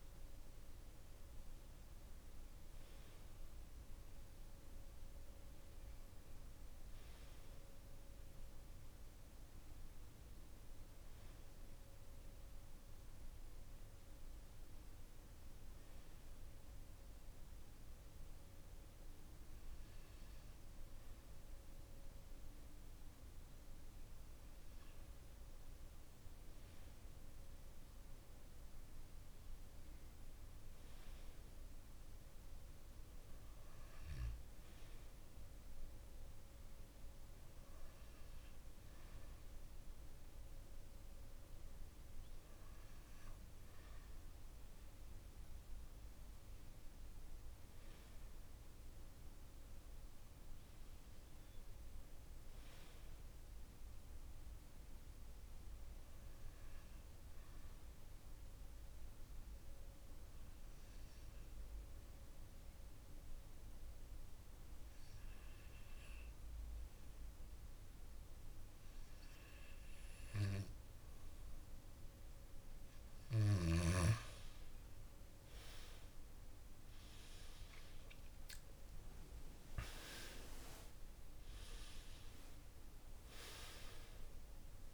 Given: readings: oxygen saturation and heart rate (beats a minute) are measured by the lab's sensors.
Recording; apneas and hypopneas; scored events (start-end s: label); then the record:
breathing in sleep by a room microphone; 2
13.50-24.50 s: hypopnea (oxygen 96% before, 91% lowest, heart rate 63 before, 59 extreme, up 4 after)
27.50-31.50 s: arousal
57.50-72.00 s: obstructive apnea (oxygen 95% before, 90% lowest, heart rate 61 before, 56 extreme, up 11 after)
75.50-84.93 s: oxygen desaturation (device-marked, oxygen 95% before, 90% lowest, heart rate 57 before, 57 extreme)
77.50-82.00 s: arousal
From the record:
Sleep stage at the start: N2 (light sleep); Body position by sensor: on the back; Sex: male